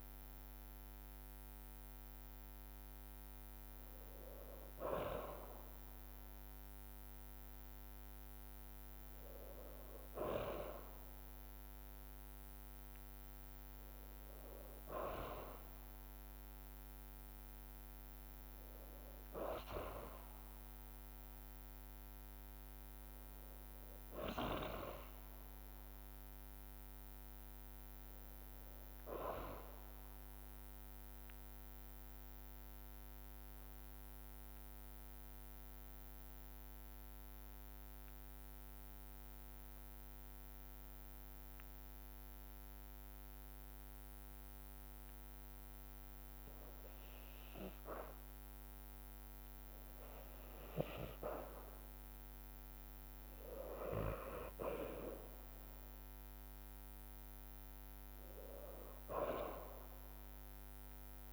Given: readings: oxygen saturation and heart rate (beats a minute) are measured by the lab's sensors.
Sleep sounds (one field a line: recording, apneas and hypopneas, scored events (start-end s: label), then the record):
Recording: breathing in sleep by a microphone on the trachea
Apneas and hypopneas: 1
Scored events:
0.00-10.00 s: drop in pulse transit time (device-marked, heart rate 52 extreme)
19.50-23.50 s: arousal
29.50-46.50 s: obstructive apnea (oxygen 99% before, 88% lowest, heart rate 52 before, 52 extreme, up 1 after)
36.00-46.00 s: drop in pulse transit time (device-marked, heart rate 52 before, 52 extreme)
53.00-57.00 s: arousal
57.00-61.33 s: drop in pulse transit time (device-marked, heart rate 52 before, 53 extreme)
59.00-61.33 s: oxygen desaturation (device-marked, oxygen 98% before, 88% lowest, heart rate 53 before, 52 extreme)
From the record:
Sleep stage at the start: N2 (light sleep)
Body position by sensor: on the back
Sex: female